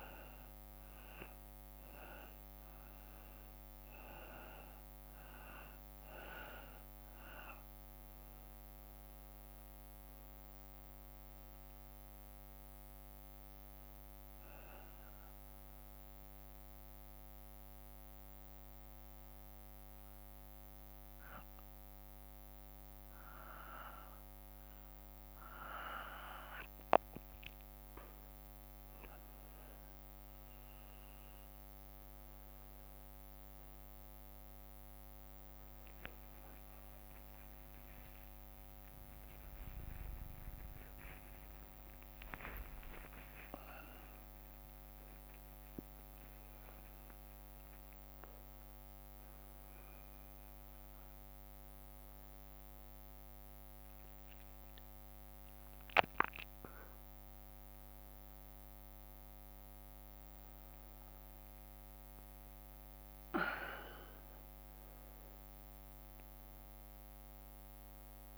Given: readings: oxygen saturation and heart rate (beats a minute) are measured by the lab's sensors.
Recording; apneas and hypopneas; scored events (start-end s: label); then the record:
breathing in sleep by a microphone on the trachea; 1
14.50-27.50 s: hypopnea (oxygen 94% before, 90% lowest, heart rate 56 before, 54 extreme, up 3 after)
20.00-68.38 s: new sleep stage, N1 (lightest sleep)
34.00-44.00 s: oxygen desaturation (device-marked, oxygen 95% before, 90% lowest, heart rate 55 before, 61 extreme)
36.00-44.00 s: tachycardia (device-marked, heart rate 56 before, 167 extreme)
36.50-42.00 s: arousal
37.00-49.00 s: drop in pulse transit time (device-marked, heart rate 55 before, 72 extreme)
37.50-39.50 s: long interval between heartbeats (device-marked, heart rate 55 before, 72 extreme)
43.50-45.50 s: long interval between heartbeats (device-marked, heart rate 74 before, 149 extreme)
From the record:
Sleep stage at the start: N2 (light sleep); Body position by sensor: on the back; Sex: male